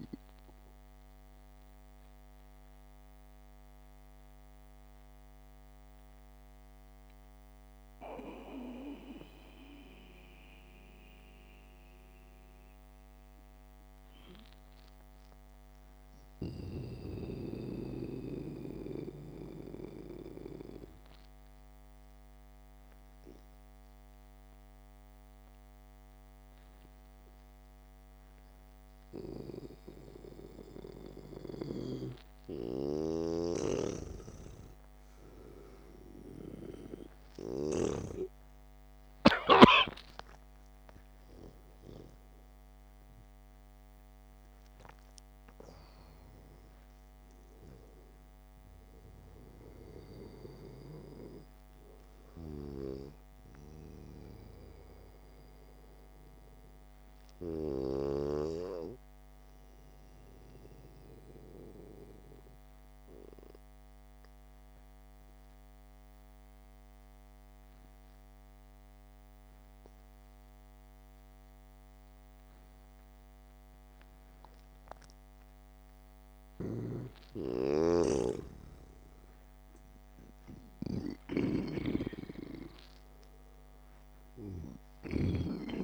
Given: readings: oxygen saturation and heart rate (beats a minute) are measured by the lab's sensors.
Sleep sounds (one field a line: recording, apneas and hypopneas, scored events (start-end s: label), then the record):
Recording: breathing in sleep by a microphone on the trachea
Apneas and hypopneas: 2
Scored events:
0.00-23.50 s: oxygen desaturation (device-marked, oxygen 84% lowest, heart rate 53 extreme)
4.00-32.00 s: hypopnea (oxygen 98% before, 84% lowest, heart rate 58 before, 53 extreme, up 5 after)
33.50-38.50 s: snoring (device-marked)
40.50-44.50 s: arousal
40.50-60.50 s: oxygen desaturation (device-marked, oxygen 98% before, 91% lowest, heart rate 67 before, 68 extreme)
53.00-58.50 s: snoring (device-marked)
63.00-76.00 s: obstructive apnea (oxygen 98% before, 90% lowest, heart rate 76 before, 71 extreme, up 9 after)
77.50-82.00 s: arousal
77.50-85.84 s: snoring (device-marked)
80.50-85.84 s: oxygen desaturation (device-marked, oxygen 98% before, 90% lowest, heart rate 72 before, 71 extreme)
From the record:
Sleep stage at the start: N2 (light sleep)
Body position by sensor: on the back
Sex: male